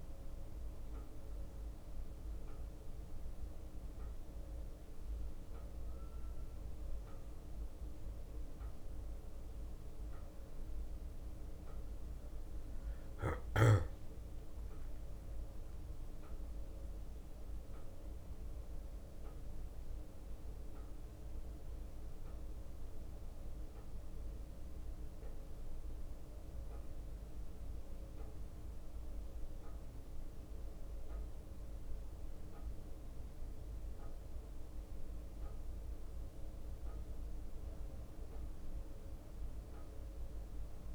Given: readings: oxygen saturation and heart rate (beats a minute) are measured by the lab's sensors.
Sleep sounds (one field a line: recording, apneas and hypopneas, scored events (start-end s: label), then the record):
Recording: a person awake in a sleep study, hard to hear, by a room microphone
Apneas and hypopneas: none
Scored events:
8.50-10.50 s: bradycardia (device-marked, heart rate 58 before, 60 extreme)
25.50-40.95 s: bradycardia (device-marked, heart rate 58 before, 59 extreme)
From the record:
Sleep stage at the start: awake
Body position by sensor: on the back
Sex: male